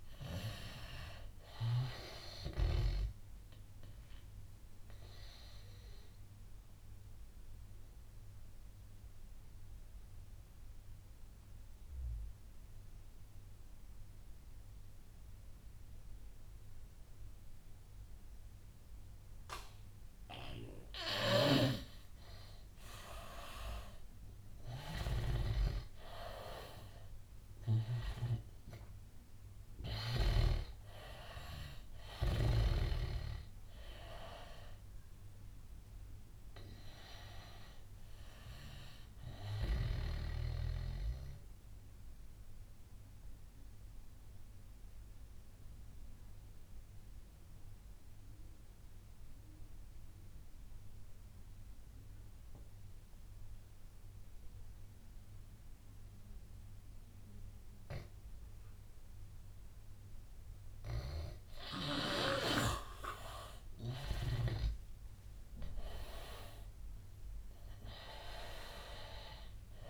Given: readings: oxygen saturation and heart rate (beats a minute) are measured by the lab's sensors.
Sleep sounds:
breathing in sleep by a room microphone; 2
0.00-15.50 s: oxygen desaturation (device-marked, oxygen 88% lowest, heart rate 86 extreme)
4.00-22.00 s: obstructive apnea (oxygen 99% before, 87% lowest, heart rate 85 before, 86 extreme, up 6 after)
24.00-28.00 s: arousal
26.50-44.50 s: oxygen desaturation (device-marked, oxygen 98% before, 87% lowest, heart rate 88 before, 86 extreme)
41.50-62.00 s: obstructive apnea (oxygen 98% before, 86% lowest, heart rate 90 before, 84 extreme, up 7 after)
58.50-69.90 s: oxygen desaturation (device-marked, oxygen 99% before, 87% lowest, heart rate 88 before, 84 extreme)
64.00-68.50 s: arousal
From the record:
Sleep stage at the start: N2 (light sleep); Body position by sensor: on the right side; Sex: male

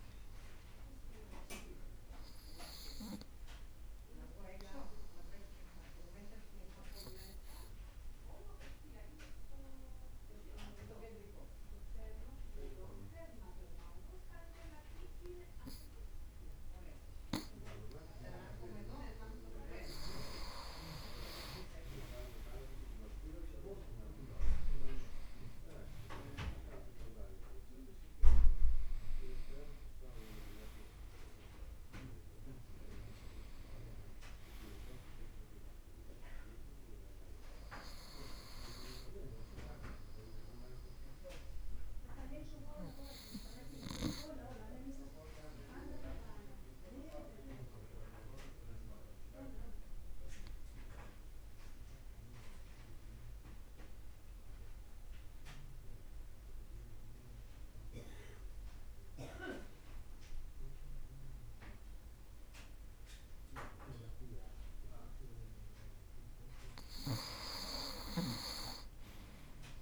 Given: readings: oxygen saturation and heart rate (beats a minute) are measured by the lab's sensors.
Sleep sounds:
breathing in sleep by a room microphone; 2
4.00-20.00 s: obstructive apnea (oxygen 99% before, 94% lowest, heart rate 54 before, 54 extreme, up 3 after)
18.50-41.50 s: oxygen desaturation (device-marked, oxygen 97% before, 94% lowest, heart rate 55 before, 54 extreme)
21.00-23.50 s: leg movement (device-marked)
21.50-26.50 s: arousal
43.00-65.50 s: obstructive apnea (oxygen 97% before, 94% lowest, heart rate 56 before, 53 extreme, up 1 after)
68.50-69.82 s: arousal
From the record:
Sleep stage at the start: N2 (light sleep); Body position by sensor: on the right side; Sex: male

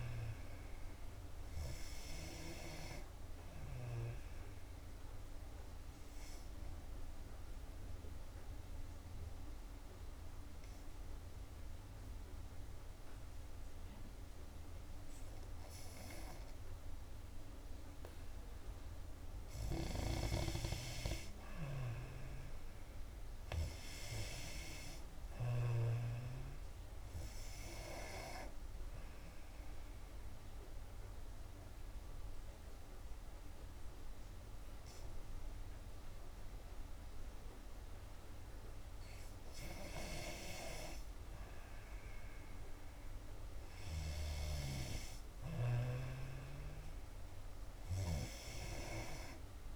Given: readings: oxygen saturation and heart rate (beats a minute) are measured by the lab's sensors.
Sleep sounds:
breathing in sleep by a room microphone; 2
4.00-17.50 s: obstructive apnea (oxygen 95% before, 89% lowest, heart rate 61 before, 60 extreme, up 1 after)
10.50-21.50 s: oxygen desaturation (device-marked, oxygen 94% before, 90% lowest, heart rate 63 before, 60 extreme)
21.00-25.00 s: arousal
30.00-40.00 s: obstructive apnea (oxygen 94% before, 88% lowest, heart rate 63 before, 57 extreme, up 2 after)
45.50-48.00 s: arousal
From the record:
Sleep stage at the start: N2 (light sleep); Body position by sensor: on the back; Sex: female

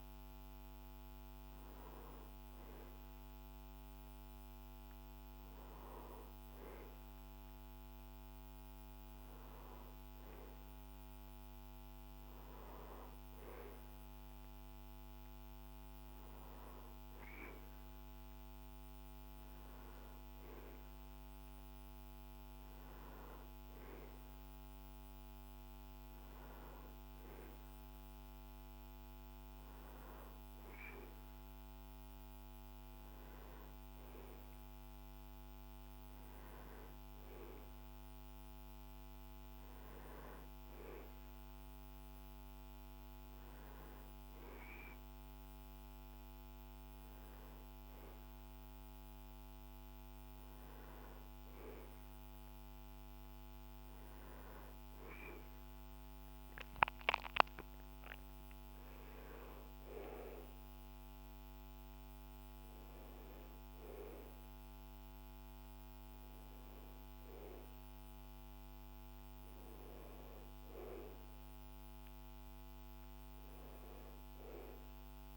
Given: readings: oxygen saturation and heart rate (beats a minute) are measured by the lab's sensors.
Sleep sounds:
breathing in sleep by a microphone on the trachea; none
none scored
From the record:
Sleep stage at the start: N1 (lightest sleep); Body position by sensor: on the back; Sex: male

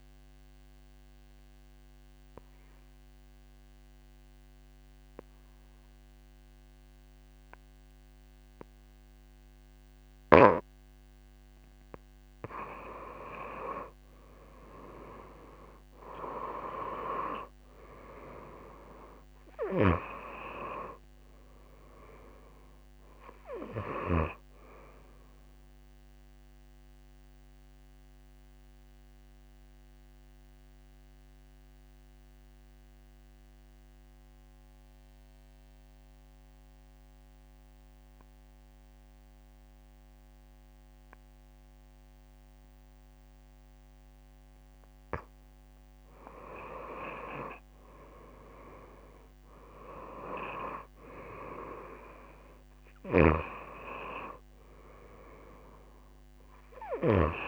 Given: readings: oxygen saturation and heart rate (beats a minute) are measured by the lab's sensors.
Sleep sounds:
breathing in sleep by a microphone on the trachea; 2
0.50-13.00 s: obstructive apnea (oxygen 96% before, 90% lowest)
13.00-41.00 s: oxygen desaturation (device-marked, oxygen 95% before, 90% lowest)
16.50-20.50 s: arousal
26.50-44.50 s: obstructive apnea (oxygen 96% before, 90% lowest)
46.50-50.00 s: arousal
54.00-57.47 s: oxygen desaturation (device-marked, oxygen 96% before, 90% lowest)
From the record:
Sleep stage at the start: N2 (light sleep); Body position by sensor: on the back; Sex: female

